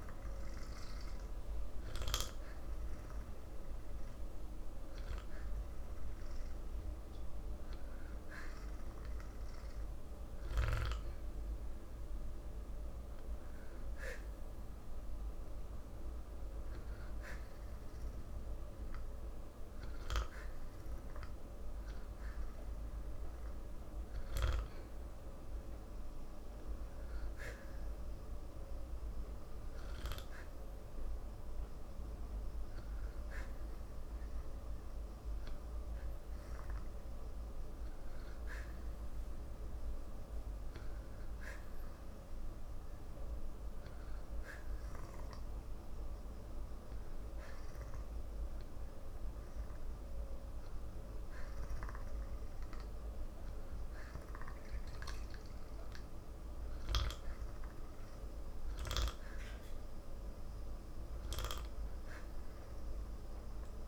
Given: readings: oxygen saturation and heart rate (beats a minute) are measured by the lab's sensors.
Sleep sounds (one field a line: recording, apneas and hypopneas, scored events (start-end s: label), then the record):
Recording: breathing in sleep by a room microphone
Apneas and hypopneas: none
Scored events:
none scored
From the record:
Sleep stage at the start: N2 (light sleep)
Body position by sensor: on the back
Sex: male